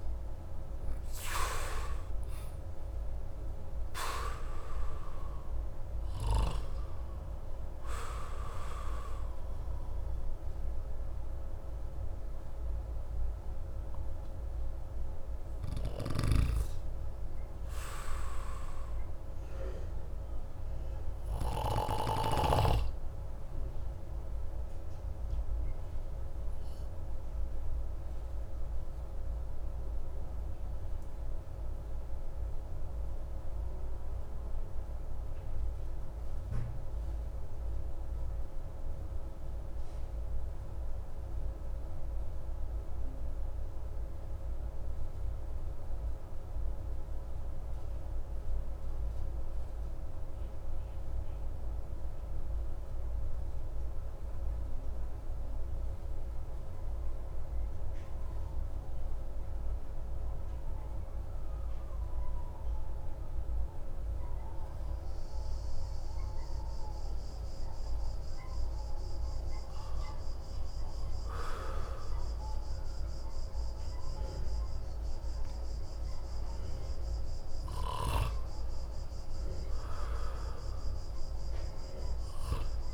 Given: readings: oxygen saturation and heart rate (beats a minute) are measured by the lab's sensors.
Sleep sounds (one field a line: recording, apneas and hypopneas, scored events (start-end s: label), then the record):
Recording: breathing in sleep by a room microphone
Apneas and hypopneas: 1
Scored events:
0.00-2.00 s: arousal
0.00-33.50 s: oxygen desaturation (device-marked, oxygen 85% lowest)
16.00-22.50 s: snoring (device-marked)
26.00-70.00 s: obstructive apnea (oxygen 89% before, 87% lowest)
58.50-82.94 s: oxygen desaturation (device-marked, oxygen 97% before, 91% lowest)
71.50-75.50 s: arousal
From the record:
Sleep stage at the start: N2 (light sleep)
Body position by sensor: on the back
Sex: male